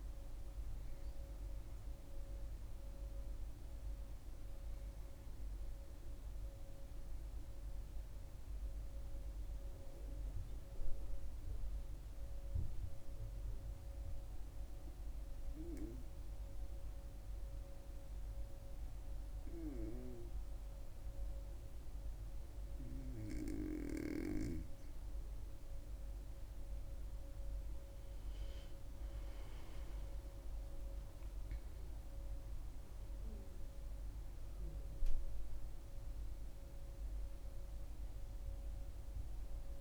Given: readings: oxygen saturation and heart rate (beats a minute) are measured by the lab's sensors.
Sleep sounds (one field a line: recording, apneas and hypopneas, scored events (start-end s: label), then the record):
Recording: breathing in sleep by a room microphone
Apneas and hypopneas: 1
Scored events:
2.50-6.00 s: arousal
8.00-25.00 s: hypopnea (oxygen 98% before, 96% lowest, heart rate 68 before, 65 extreme, up 6 after)
27.00-31.00 s: arousal
From the record:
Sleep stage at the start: N2 (light sleep)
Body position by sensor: on the back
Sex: female